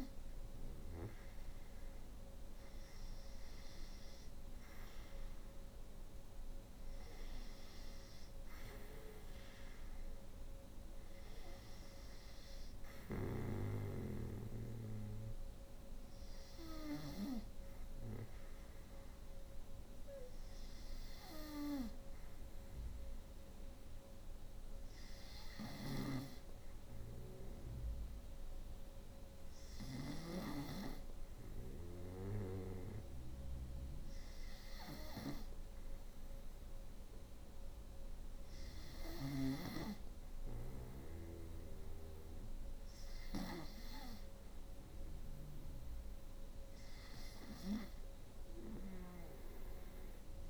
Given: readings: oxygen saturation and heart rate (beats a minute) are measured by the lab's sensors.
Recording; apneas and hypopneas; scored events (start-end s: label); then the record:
breathing in sleep by a room microphone; 1
24.50-29.50 s: snoring (device-marked)
27.00-46.00 s: hypopnea (oxygen 92% before, 89% lowest, heart rate 68 before, 67 extreme, up 2 after)
34.00-38.50 s: snoring (device-marked)
40.50-50.50 s: snoring (device-marked)
47.50-50.50 s: arousal
From the record:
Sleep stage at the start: N2 (light sleep); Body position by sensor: on the front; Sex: female